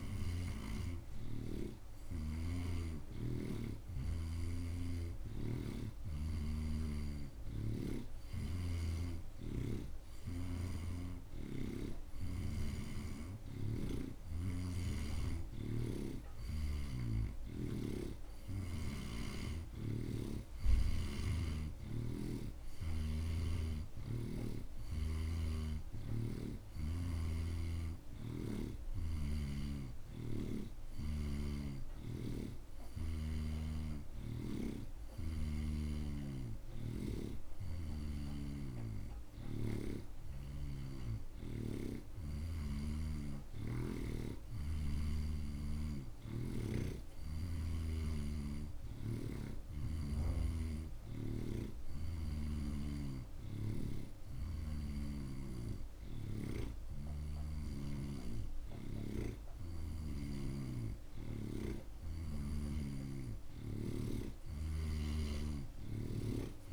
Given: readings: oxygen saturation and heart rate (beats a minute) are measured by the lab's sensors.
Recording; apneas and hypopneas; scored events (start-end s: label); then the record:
breathing in sleep by a room microphone; none
4.50-17.50 s: oxygen desaturation (device-marked, oxygen 88% before, 84% lowest)
31.50-35.00 s: snoring (device-marked)
54.50-58.00 s: snoring (device-marked)
From the record:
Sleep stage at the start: N2 (light sleep); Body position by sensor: on the right side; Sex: male